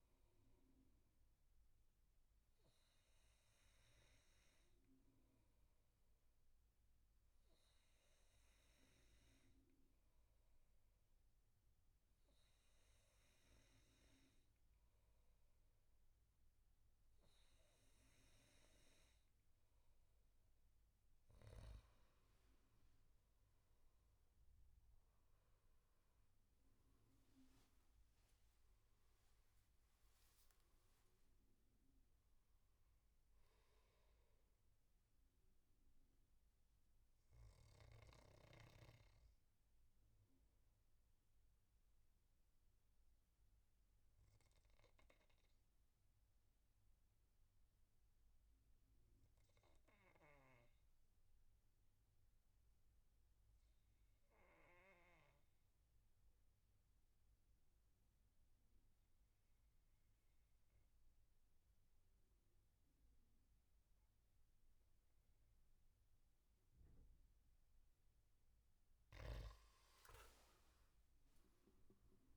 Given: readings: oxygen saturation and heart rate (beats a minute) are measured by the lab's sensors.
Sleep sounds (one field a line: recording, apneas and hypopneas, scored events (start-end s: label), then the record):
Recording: breathing in sleep, hard to hear, by a room microphone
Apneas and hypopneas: 1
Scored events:
35.00-67.00 s: obstructive apnea (oxygen 96% before, 91% lowest, heart rate 78 before, 58 extreme, up 15 after)
63.00-72.37 s: oxygen desaturation (device-marked, oxygen 99% before, 92% lowest, heart rate 67 before, 58 extreme)
69.00-72.37 s: arousal
From the record:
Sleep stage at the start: N2 (light sleep)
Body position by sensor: on the back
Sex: male